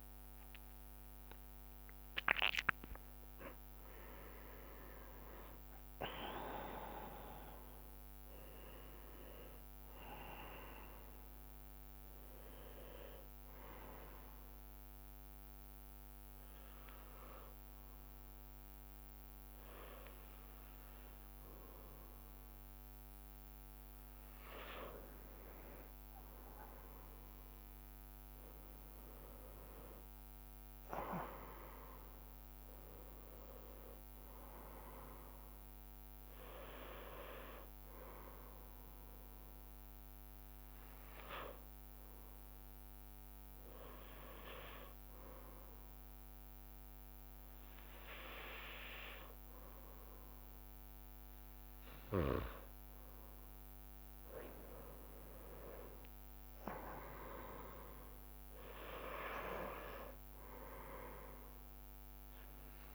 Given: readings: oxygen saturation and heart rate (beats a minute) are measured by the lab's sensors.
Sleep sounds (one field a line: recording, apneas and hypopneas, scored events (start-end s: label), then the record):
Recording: breathing in sleep by a microphone on the trachea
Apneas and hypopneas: 2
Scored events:
15.50-25.50 s: hypopnea (oxygen 99% before, 95% lowest)
24.00-62.95 s: new sleep stage, N2 (light sleep)
29.00-34.50 s: arousal
42.50-53.50 s: hypopnea (oxygen 98% before, 95% lowest)
54.50-58.00 s: arousal
From the record:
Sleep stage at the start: N1 (lightest sleep)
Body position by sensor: on the right side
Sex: male